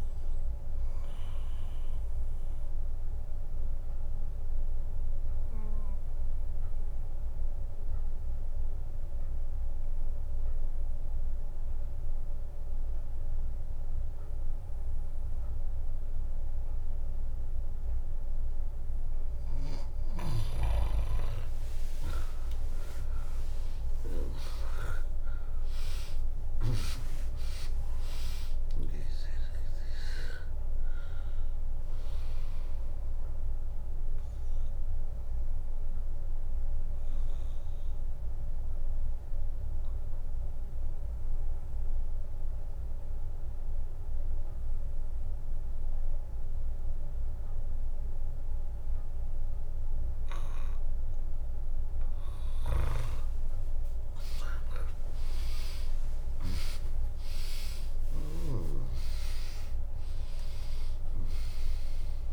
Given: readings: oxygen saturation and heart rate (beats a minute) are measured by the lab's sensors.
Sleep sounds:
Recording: breathing in sleep by a room microphone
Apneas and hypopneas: 2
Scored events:
0.00-9.50 s: drop in pulse transit time (device-marked, heart rate 62 extreme)
0.00-13.50 s: oxygen desaturation (device-marked, oxygen 96% lowest, heart rate 57 extreme)
4.50-19.00 s: obstructive apnea (oxygen 100% before, 96% lowest, heart rate 67 before, 57 extreme, up 6 after)
15.50-20.50 s: bradycardia (device-marked, heart rate 75 before, 57 extreme)
21.50-27.00 s: arousal
22.00-26.50 s: snoring (device-marked)
24.50-37.50 s: drop in pulse transit time (device-marked, heart rate 70 before, 60 extreme)
26.50-45.50 s: oxygen desaturation (device-marked, oxygen 100% before, 96% lowest, heart rate 68 before, 56 extreme)
35.50-51.50 s: obstructive apnea (oxygen 100% before, 96% lowest, heart rate 68 before, 56 extreme, up 11 after)
49.50-51.50 s: bradycardia (device-marked, heart rate 74 before, 61 extreme)
53.00-57.50 s: arousal
56.50-62.32 s: drop in pulse transit time (device-marked, heart rate 71 before, 61 extreme)
From the record:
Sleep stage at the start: N2 (light sleep)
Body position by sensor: on the back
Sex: female

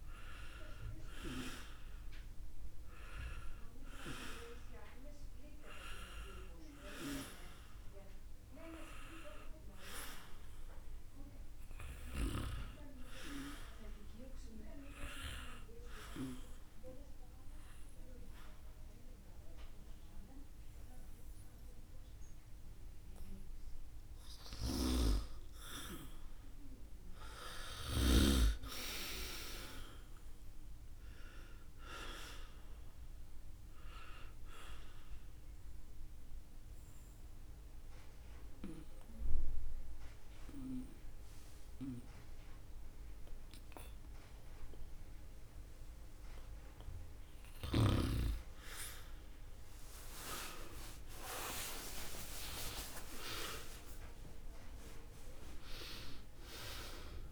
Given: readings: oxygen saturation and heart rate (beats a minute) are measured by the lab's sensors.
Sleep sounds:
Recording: breathing in sleep by a room microphone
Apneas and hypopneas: 2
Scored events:
0.00-6.50 s: oxygen desaturation (device-marked, oxygen 88% lowest, heart rate 67 extreme)
6.50-22.00 s: obstructive apnea (oxygen 97% before, 89% lowest, heart rate 70 before, 67 extreme)
23.50-27.50 s: arousal
23.50-50.50 s: oxygen desaturation (device-marked, oxygen 97% before, 89% lowest, heart rate 73 before, 67 extreme)
25.00-28.50 s: snoring (device-marked)
34.50-47.00 s: hypopnea (oxygen 98% before, 89% lowest, heart rate 70 before, 67 extreme, up 0 after)
36.50-57.31 s: new sleep stage, N1 (lightest sleep)
50.50-55.50 s: arousal
From the record:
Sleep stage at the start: N2 (light sleep)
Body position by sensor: on the back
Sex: male

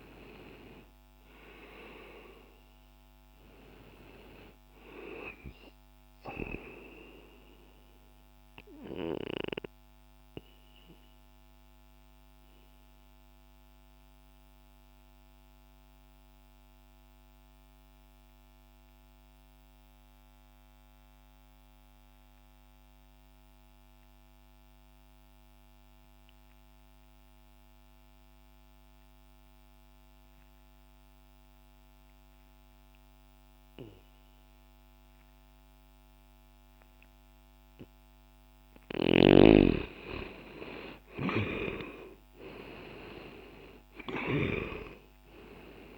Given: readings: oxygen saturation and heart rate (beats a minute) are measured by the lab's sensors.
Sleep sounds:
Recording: breathing in sleep by a microphone on the trachea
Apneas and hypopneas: 1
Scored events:
0.00-14.00 s: oxygen desaturation (device-marked, oxygen 87% lowest, heart rate 60 extreme)
8.00-38.00 s: mixed apnea (oxygen 95% before, 82% lowest, heart rate 63 before, 60 extreme, up 0 after)
20.00-32.00 s: oxygen desaturation (device-marked, oxygen 89% before, 83% lowest, heart rate 63 before, 60 extreme)
40.00-45.98 s: oxygen desaturation (device-marked, oxygen 97% before, 82% lowest, heart rate 60 before, 60 extreme)
40.50-45.50 s: arousal
From the record:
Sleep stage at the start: N2 (light sleep)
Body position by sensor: on the back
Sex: male

